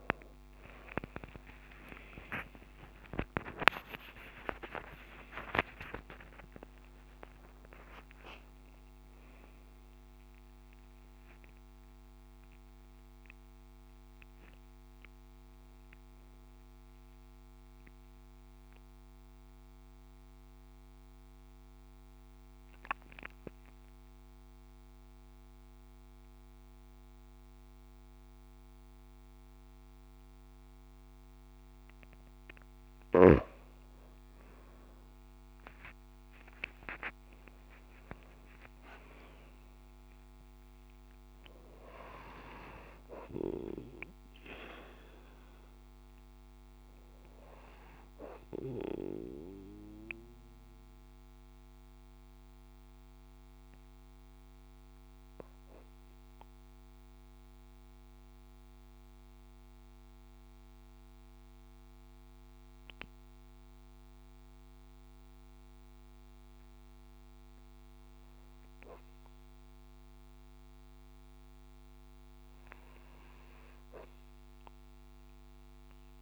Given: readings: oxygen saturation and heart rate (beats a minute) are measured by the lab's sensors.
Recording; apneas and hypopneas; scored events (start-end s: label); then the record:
breathing in sleep by a microphone on the trachea; 2
0.00-21.00 s: oxygen desaturation (device-marked, oxygen 92% lowest)
2.00-4.00 s: long interval between heartbeats (device-marked)
18.50-32.00 s: central apnea (oxygen 96% before, 92% lowest)
33.50-38.00 s: arousal
40.00-60.00 s: oxygen desaturation (device-marked, oxygen 96% before, 92% lowest)
50.50-68.00 s: mixed apnea (oxygen 96% before, 92% lowest)
69.50-73.00 s: arousal
From the record:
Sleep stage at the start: N2 (light sleep); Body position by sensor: on the right side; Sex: female